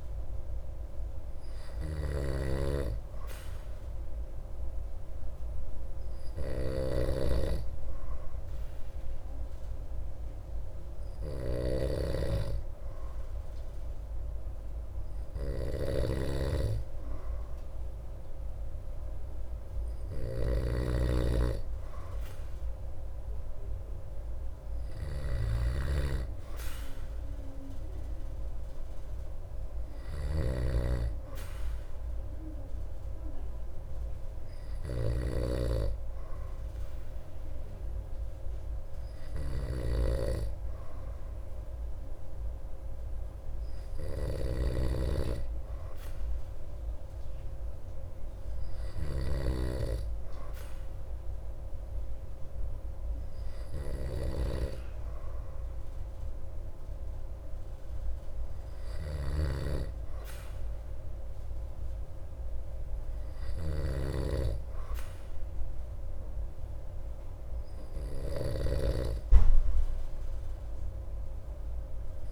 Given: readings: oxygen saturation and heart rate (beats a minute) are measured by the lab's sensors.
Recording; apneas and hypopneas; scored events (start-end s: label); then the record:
breathing in sleep by a room microphone; none
2.00-72.32 s: snoring (device-marked)
From the record:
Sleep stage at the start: N2 (light sleep); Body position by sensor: on the back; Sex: male